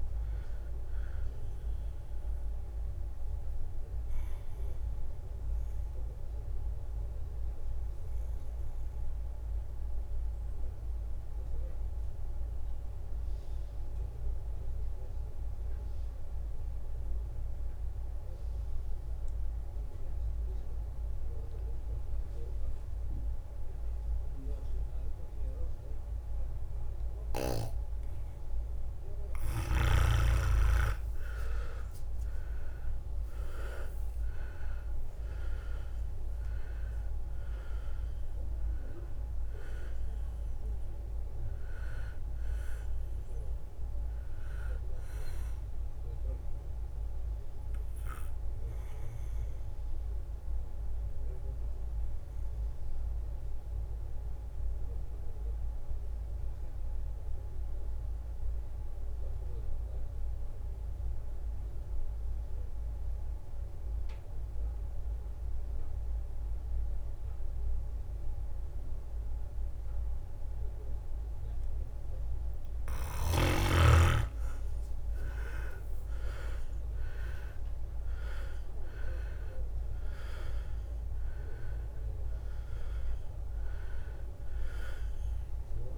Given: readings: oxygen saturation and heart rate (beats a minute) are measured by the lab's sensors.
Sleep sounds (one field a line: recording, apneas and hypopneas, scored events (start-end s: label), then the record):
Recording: breathing in sleep by a room microphone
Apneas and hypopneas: 2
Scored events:
0.00-6.50 s: drop in pulse transit time (device-marked, heart rate 62 extreme)
0.00-21.50 s: oxygen desaturation (device-marked, oxygen 92% lowest, heart rate 59 extreme)
5.00-29.50 s: mixed apnea (oxygen 99% before, 92% lowest, heart rate 70 before, 59 extreme, up 10 after)
30.50-46.50 s: drop in pulse transit time (device-marked, heart rate 63 before, 68 extreme)
31.00-35.00 s: arousal
34.50-58.50 s: oxygen desaturation (device-marked, oxygen 100% before, 93% lowest, heart rate 65 before, 63 extreme)
35.00-40.00 s: leg movement (device-marked)
49.00-73.00 s: obstructive apnea (oxygen 100% before, 90% lowest, heart rate 71 before, 63 extreme, up 9 after)
72.50-85.98 s: oxygen desaturation (device-marked, oxygen 100% before, 90% lowest, heart rate 64 before, 59 extreme)
73.50-85.98 s: drop in pulse transit time (device-marked, heart rate 64 before, 66 extreme)
74.50-79.00 s: arousal
From the record:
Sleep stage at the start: N2 (light sleep)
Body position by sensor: on the back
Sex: male